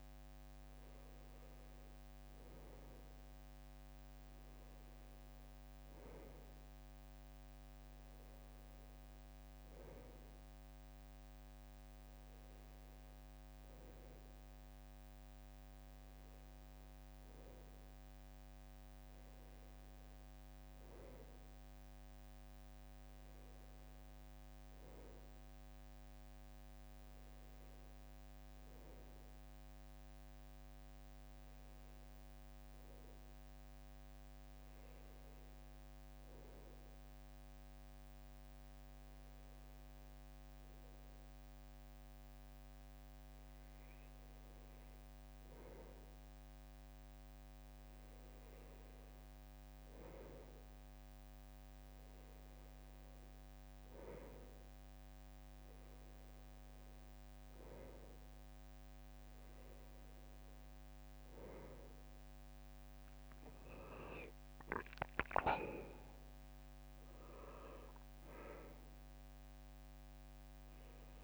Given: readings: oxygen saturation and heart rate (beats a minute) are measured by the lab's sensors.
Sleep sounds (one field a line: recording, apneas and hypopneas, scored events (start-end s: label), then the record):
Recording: a person awake in a sleep study, by a microphone on the trachea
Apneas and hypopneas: none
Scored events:
none scored
From the record:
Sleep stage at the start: awake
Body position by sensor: on the right side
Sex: male